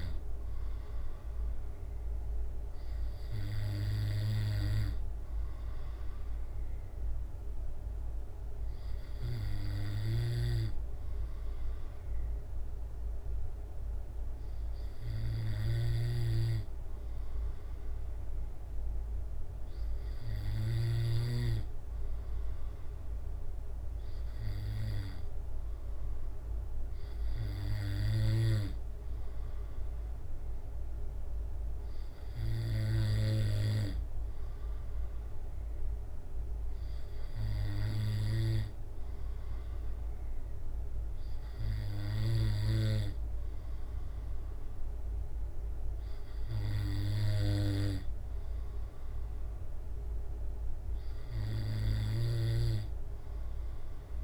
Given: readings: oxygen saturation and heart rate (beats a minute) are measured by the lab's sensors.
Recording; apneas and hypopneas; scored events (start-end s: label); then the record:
breathing in sleep by a room microphone; none
10.50-21.50 s: snoring (device-marked)
From the record:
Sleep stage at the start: N2 (light sleep); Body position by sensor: on the back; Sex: male